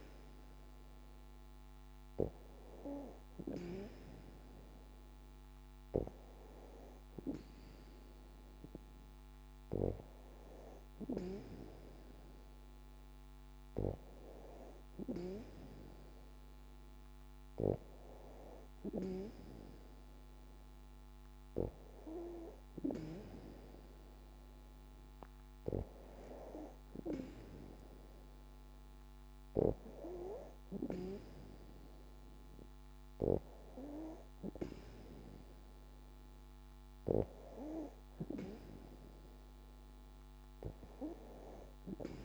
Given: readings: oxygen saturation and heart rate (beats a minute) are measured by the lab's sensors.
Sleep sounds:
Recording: breathing in sleep by a microphone on the trachea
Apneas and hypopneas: none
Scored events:
none scored
From the record:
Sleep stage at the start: N2 (light sleep)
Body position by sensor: on the back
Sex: female

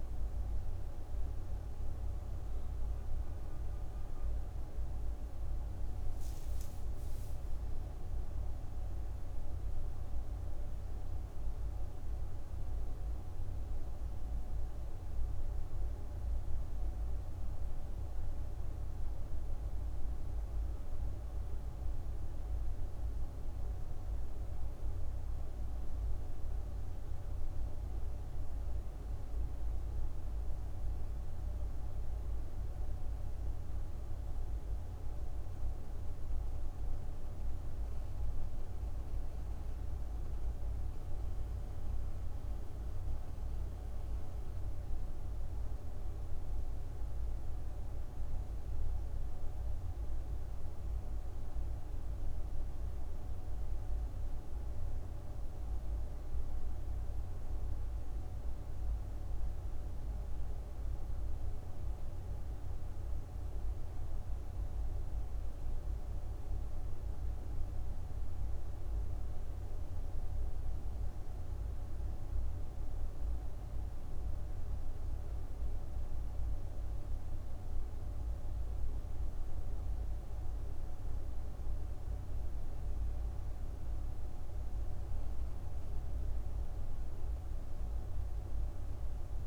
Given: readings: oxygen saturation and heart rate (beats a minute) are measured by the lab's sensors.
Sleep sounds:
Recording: a person partly awake in a sleep study, hard to hear, by a room microphone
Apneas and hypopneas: none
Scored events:
44.00-89.47 s: new sleep stage, N1 (lightest sleep)
71.00-89.47 s: oxygen desaturation (device-marked, oxygen 95% before, 92% lowest, heart rate 63 before, 62 extreme)
From the record:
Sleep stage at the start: awake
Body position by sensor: on the back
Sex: female

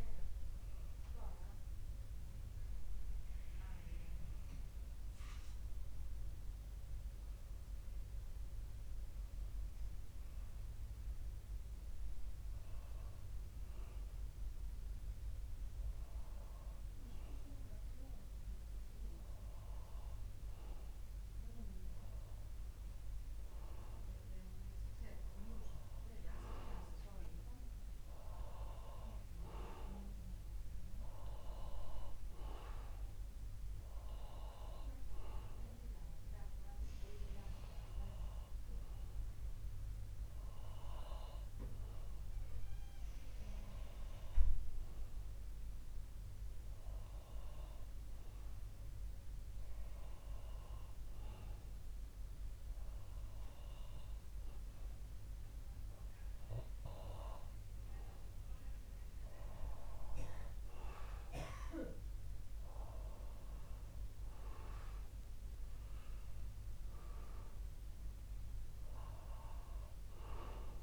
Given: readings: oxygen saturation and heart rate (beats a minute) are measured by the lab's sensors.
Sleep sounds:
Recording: breathing in sleep by a room microphone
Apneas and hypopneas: 2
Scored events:
4.00-19.50 s: hypopnea (oxygen 95% before, 92% lowest, heart rate 69 before, 67 extreme, up 0 after)
21.00-24.00 s: arousal
48.50-59.50 s: hypopnea (oxygen 95% before, 91% lowest, heart rate 68 before, 66 extreme, up 0 after)
61.50-65.00 s: arousal
From the record:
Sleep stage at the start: N2 (light sleep)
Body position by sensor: on the back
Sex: male

